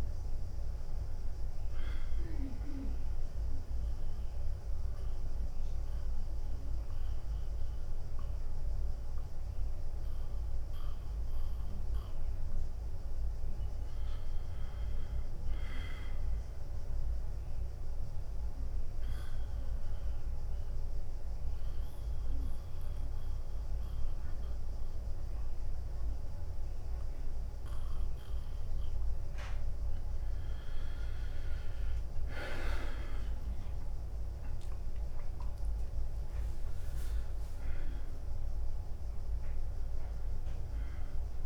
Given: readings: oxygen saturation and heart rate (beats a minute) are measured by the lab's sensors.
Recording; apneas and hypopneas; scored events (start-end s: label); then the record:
breathing in sleep, hard to hear, by a room microphone; 2
0.00-12.50 s: oxygen desaturation (device-marked, oxygen 91% lowest, heart rate 88 extreme)
3.50-13.50 s: mixed apnea (oxygen 96% before, 89% lowest, heart rate 96 before, 88 extreme, up 0 after)
14.50-17.00 s: arousal
19.00-31.00 s: mixed apnea (oxygen 96% before, 89% lowest, heart rate 95 before, 90 extreme, up 9 after)
24.50-31.50 s: oxygen desaturation (device-marked, oxygen 97% before, 93% lowest, heart rate 94 before, 95 extreme)
33.00-37.50 s: arousal
35.50-41.46 s: drop in pulse transit time (device-marked, heart rate 93 before, 95 extreme)
38.50-41.46 s: oxygen desaturation (device-marked, oxygen 96% before, 89% lowest, heart rate 93 before, 88 extreme)
From the record:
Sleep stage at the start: N2 (light sleep); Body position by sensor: on the back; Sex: male